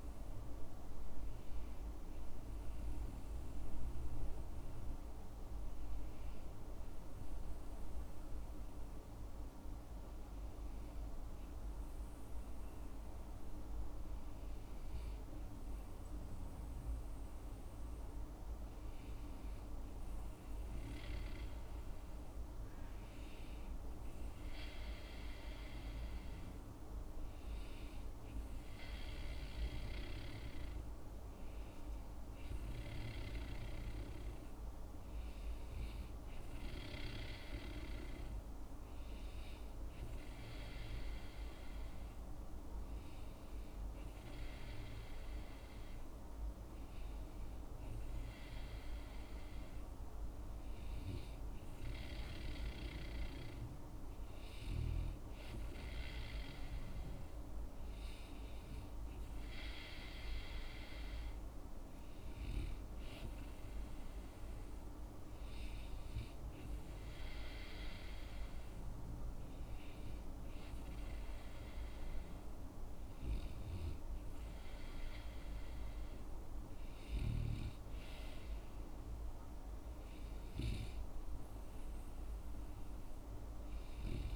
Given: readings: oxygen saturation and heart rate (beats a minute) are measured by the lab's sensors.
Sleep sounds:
breathing in sleep, hard to hear, by a room microphone; none
none scored
From the record:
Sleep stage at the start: N2 (light sleep); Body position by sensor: on the right side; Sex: male

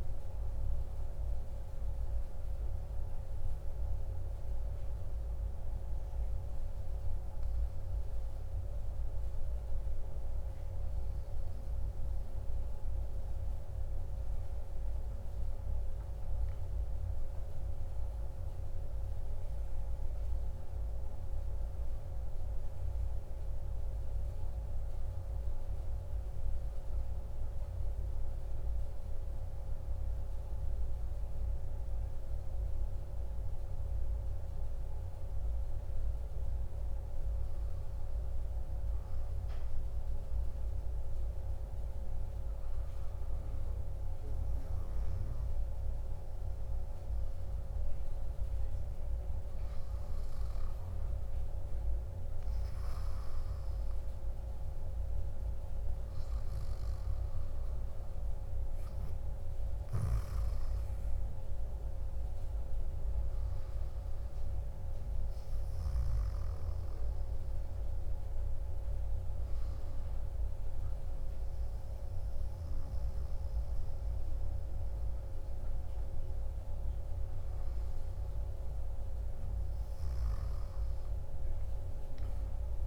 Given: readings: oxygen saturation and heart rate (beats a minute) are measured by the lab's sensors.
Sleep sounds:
breathing in sleep, hard to hear, by a room microphone; none
15.50-20.00 s: arousal
From the record:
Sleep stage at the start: N1 (lightest sleep); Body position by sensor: on the back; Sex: male

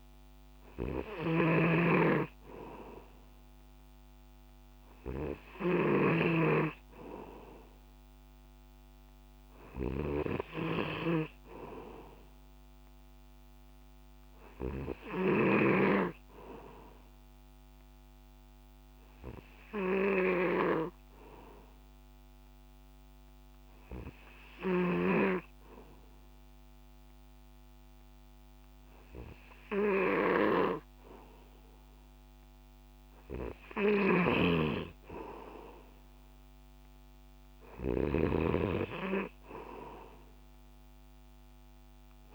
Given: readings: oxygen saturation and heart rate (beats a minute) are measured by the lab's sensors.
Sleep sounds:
breathing in sleep by a microphone on the trachea; none
0.00-25.00 s: snoring (device-marked)
34.00-42.35 s: snoring (device-marked)
From the record:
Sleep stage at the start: N2 (light sleep); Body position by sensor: on the back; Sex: male

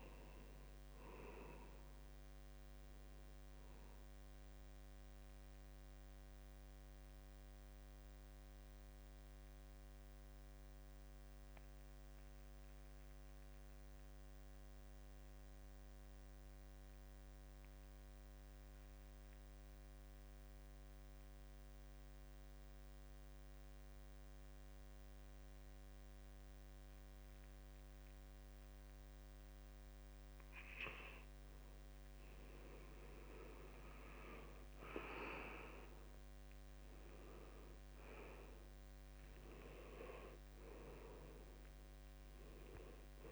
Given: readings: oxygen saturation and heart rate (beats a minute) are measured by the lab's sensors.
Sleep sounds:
breathing in sleep by a microphone on the trachea; 1
4.50-30.50 s: mixed apnea (oxygen 93% before, 83% lowest, heart rate 75 before, 70 extreme, up 7 after)
25.00-43.31 s: oxygen desaturation (device-marked, oxygen 93% before, 83% lowest, heart rate 71 before, 70 extreme)
33.00-37.50 s: arousal
From the record:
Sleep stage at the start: N2 (light sleep); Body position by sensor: on the back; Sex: male

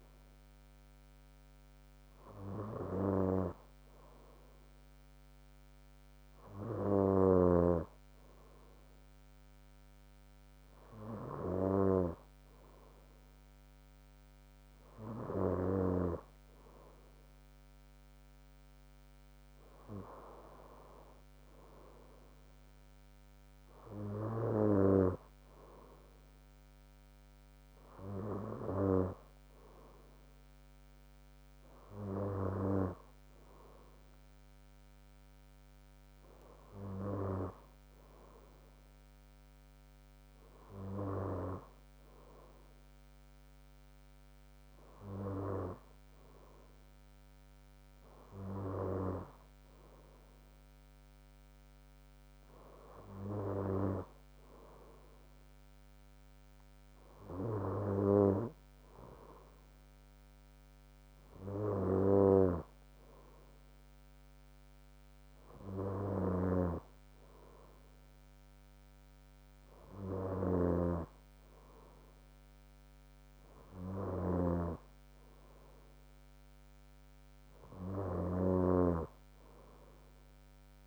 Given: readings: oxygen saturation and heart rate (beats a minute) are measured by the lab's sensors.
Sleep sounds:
breathing in sleep by a microphone on the trachea; none
25.50-27.50 s: bradycardia (device-marked, heart rate 66 before, 60 extreme)
From the record:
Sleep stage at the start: N2 (light sleep); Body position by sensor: on the front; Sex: female

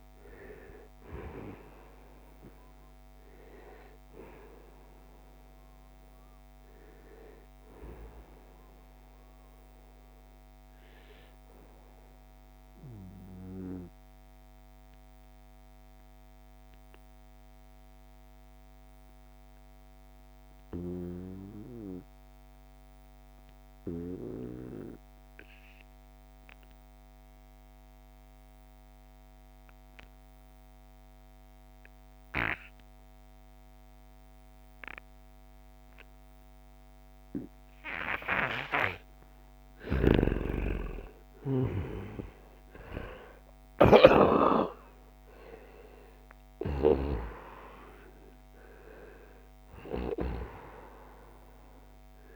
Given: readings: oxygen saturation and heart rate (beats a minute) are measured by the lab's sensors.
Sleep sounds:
breathing in sleep by a microphone on the trachea; 1
4.50-7.50 s: oxygen desaturation (device-marked, oxygen 95% before, 90% lowest, heart rate 76 before, 68 extreme)
11.50-38.50 s: obstructive apnea (oxygen 97% before, 87% lowest, heart rate 81 before, 65 extreme, up 9 after)
33.50-47.50 s: oxygen desaturation (device-marked, oxygen 96% before, 91% lowest, heart rate 72 before, 66 extreme)
39.00-46.50 s: snoring (device-marked)
40.00-44.50 s: arousal
From the record:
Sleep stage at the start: N2 (light sleep); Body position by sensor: on the right side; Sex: male

